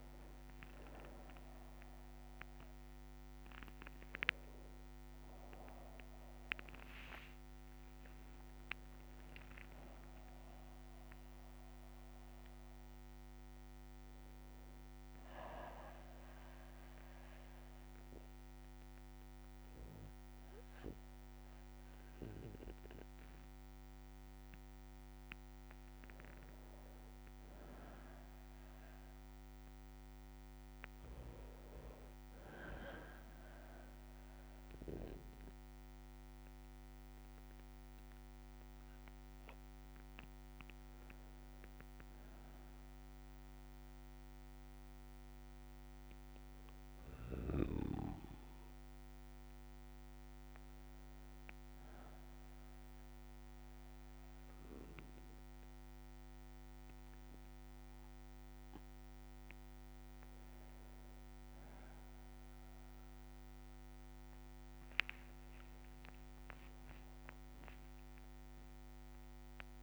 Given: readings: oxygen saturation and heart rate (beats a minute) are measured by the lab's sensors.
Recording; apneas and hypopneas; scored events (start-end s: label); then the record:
breathing in sleep by a microphone on the trachea; 1
0.00-1.50 s: long interval between heartbeats (device-marked, heart rate 79 extreme)
0.00-9.50 s: tachycardia (device-marked, heart rate 166 extreme)
1.50-7.00 s: arousal
2.00-4.00 s: long interval between heartbeats (device-marked, heart rate 65 before, 125 extreme)
4.00-6.00 s: long interval between heartbeats (device-marked, heart rate 71 before, 148 extreme)
8.50-10.50 s: long interval between heartbeats (device-marked, heart rate 93 before, 128 extreme)
15.00-25.50 s: obstructive apnea (oxygen 97% before, 95% lowest, heart rate 108 before, 60 extreme, up 2 after)
28.00-32.00 s: arousal
64.50-66.50 s: long interval between heartbeats (device-marked, heart rate 60 before, 70 extreme)
64.50-69.83 s: new sleep stage, awake
67.00-69.00 s: long interval between heartbeats (device-marked, heart rate 61 before, 78 extreme)
From the record:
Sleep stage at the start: N1 (lightest sleep); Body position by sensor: on the back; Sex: male